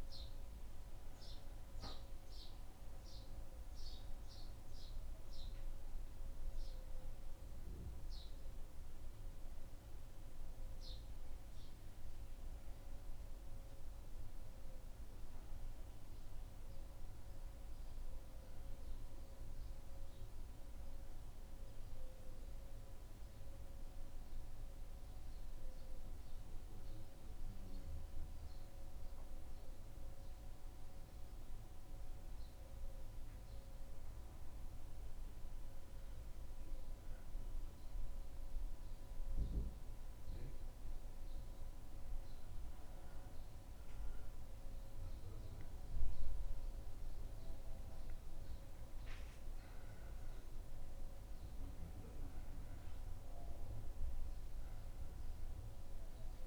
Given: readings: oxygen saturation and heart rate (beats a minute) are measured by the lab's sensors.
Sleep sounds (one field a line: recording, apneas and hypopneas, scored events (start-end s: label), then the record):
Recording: breathing in sleep, hard to hear, by a room microphone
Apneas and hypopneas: 1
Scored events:
22.50-40.50 s: hypopnea (oxygen 96% before, 92% lowest, heart rate 76 before, 75 extreme, up 1 after)
46.50-50.50 s: arousal
From the record:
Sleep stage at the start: N1 (lightest sleep)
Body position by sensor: on the back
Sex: male